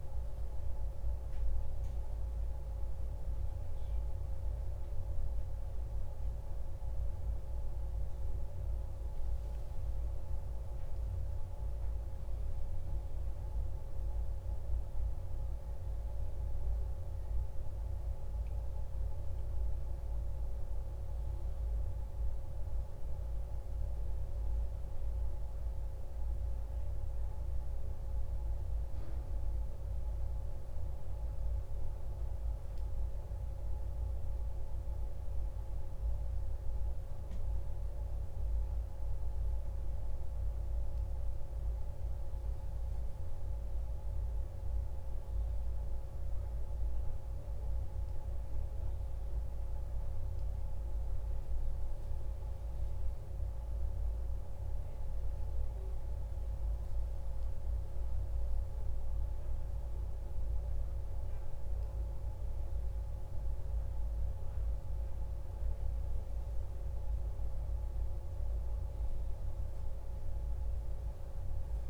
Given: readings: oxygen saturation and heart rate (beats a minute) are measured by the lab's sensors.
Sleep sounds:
breathing in sleep, hard to hear, by a room microphone; none
12.00-17.50 s: arousal
From the record:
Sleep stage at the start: N1 (lightest sleep); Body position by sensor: on the back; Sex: male

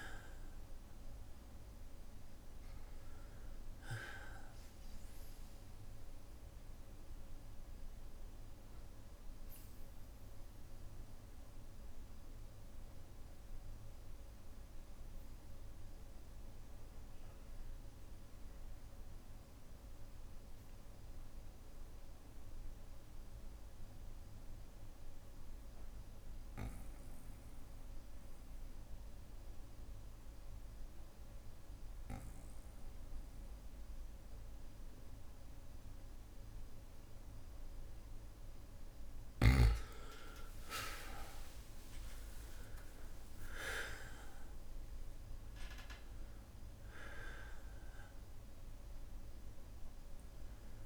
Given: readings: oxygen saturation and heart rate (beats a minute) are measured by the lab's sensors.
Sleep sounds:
breathing in sleep by a room microphone; 1
0.00-20.50 s: oxygen desaturation (device-marked, oxygen 91% lowest, heart rate 57 extreme)
5.50-36.00 s: obstructive apnea (oxygen 99% before, 91% lowest, heart rate 61 before, 57 extreme, up 13 after)
6.50-26.50 s: bradycardia (device-marked, heart rate 61 before, 57 extreme)
33.50-36.50 s: bradycardia (device-marked, heart rate 61 before, 60 extreme)
34.50-50.86 s: oxygen desaturation (device-marked, oxygen 99% before, 92% lowest, heart rate 58 before, 57 extreme)
39.50-45.00 s: arousal
40.50-42.50 s: long interval between heartbeats (device-marked, heart rate 59 before, 68 extreme)
From the record:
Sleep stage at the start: N2 (light sleep); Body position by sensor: on the back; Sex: male

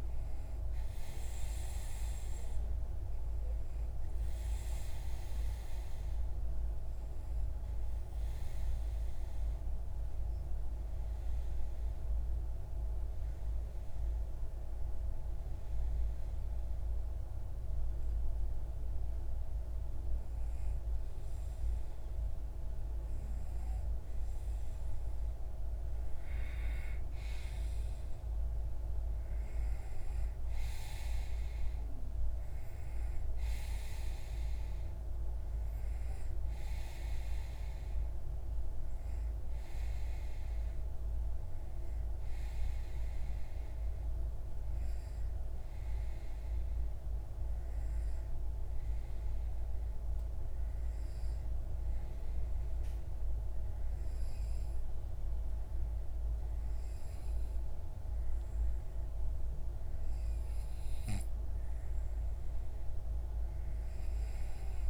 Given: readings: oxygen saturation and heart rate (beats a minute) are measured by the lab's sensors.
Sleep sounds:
breathing in sleep, hard to hear, by a room microphone; 2
0.00-13.00 s: oxygen desaturation (device-marked, oxygen 93% lowest)
7.50-18.00 s: obstructive apnea (oxygen 97% before, 90% lowest)
19.50-23.00 s: arousal
44.00-59.50 s: obstructive apnea (oxygen 96% before, 90% lowest)
62.00-64.90 s: arousal
From the record:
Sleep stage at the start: N2 (light sleep); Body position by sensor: on the back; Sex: male

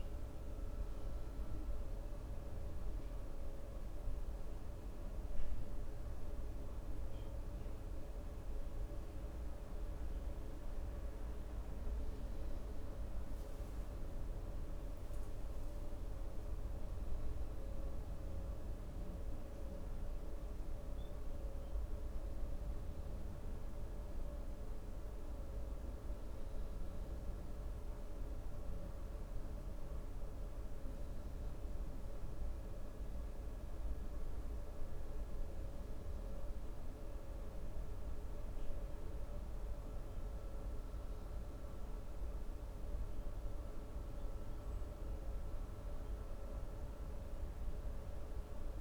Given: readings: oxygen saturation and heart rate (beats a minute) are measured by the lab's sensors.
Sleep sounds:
breathing in sleep, hard to hear, by a room microphone; 1
1.00-11.50 s: hypopnea (oxygen 96% before, 94% lowest, heart rate 66 before, 67 extreme, up 3 after)
14.50-19.00 s: arousal
From the record:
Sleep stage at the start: N2 (light sleep); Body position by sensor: on the right side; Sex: male

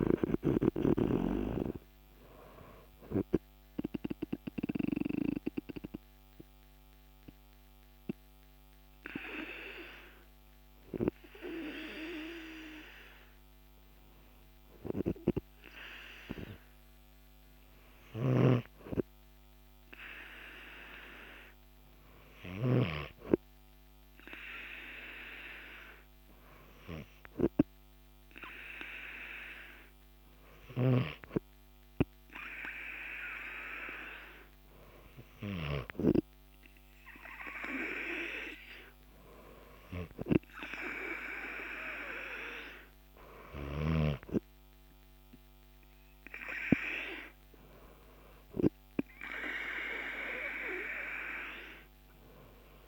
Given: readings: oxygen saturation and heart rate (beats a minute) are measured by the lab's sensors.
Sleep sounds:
breathing in sleep by a microphone on the trachea; 1
3.00-15.50 s: obstructive apnea (oxygen 97% before, 93% lowest, heart rate 58 before, 49 extreme, up 5 after)
19.50-22.50 s: arousal
19.50-30.50 s: oxygen desaturation (device-marked, oxygen 97% before, 93% lowest, heart rate 53 before, 49 extreme)
From the record:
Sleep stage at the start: N2 (light sleep); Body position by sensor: on the back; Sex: male

